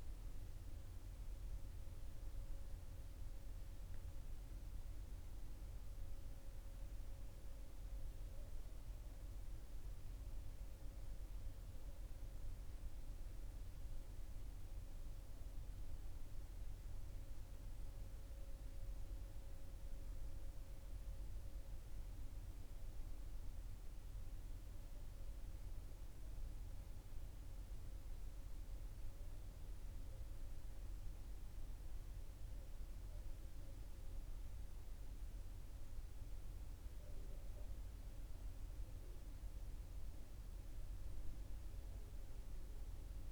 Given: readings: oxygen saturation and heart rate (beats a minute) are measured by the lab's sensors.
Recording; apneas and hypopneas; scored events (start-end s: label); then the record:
a person partly awake in a sleep study, hard to hear, by a room microphone; none
10.00-43.32 s: new sleep stage, N1 (lightest sleep)
From the record:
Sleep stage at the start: awake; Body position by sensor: on the right side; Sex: male